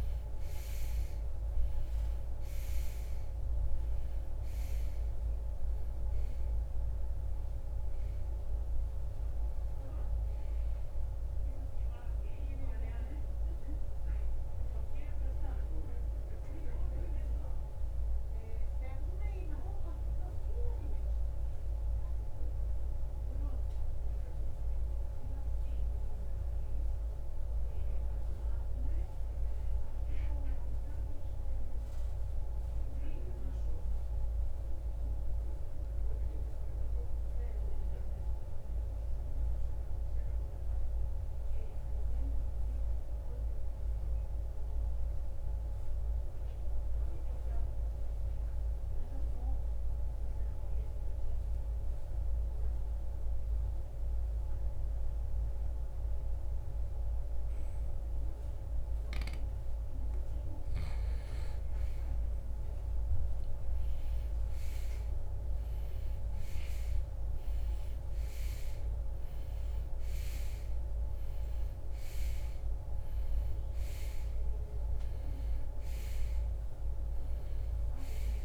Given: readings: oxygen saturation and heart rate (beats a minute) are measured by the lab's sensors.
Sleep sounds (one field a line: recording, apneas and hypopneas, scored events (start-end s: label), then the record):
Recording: breathing in sleep, hard to hear, by a room microphone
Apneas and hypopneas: 1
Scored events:
0.00-44.00 s: oxygen desaturation (device-marked, oxygen 79% lowest, heart rate 47 extreme)
22.50-59.50 s: mixed apnea (oxygen 95% before, 79% lowest, heart rate 78 before, 47 extreme, up 23 after)
61.00-66.00 s: arousal
65.00-78.45 s: oxygen desaturation (device-marked, oxygen 97% before, 93% lowest, heart rate 56 before, 60 extreme)
From the record:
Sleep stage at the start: N2 (light sleep)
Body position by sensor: on the right side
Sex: male